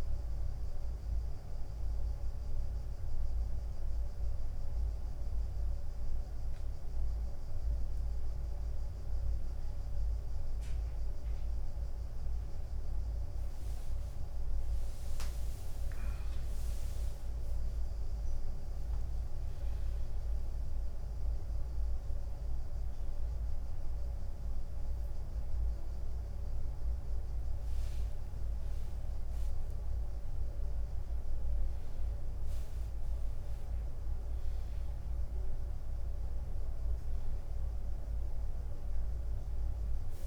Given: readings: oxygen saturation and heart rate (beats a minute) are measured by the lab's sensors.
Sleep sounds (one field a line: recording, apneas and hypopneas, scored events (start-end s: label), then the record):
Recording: a person awake in a sleep study, hard to hear, by a room microphone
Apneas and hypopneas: none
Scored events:
11.50-23.50 s: drop in pulse transit time (device-marked, heart rate 98 before, 95 extreme)
16.50-26.50 s: tachycardia (device-marked, heart rate 94 before, 103 extreme)
From the record:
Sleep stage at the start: awake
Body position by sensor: on the right side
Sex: male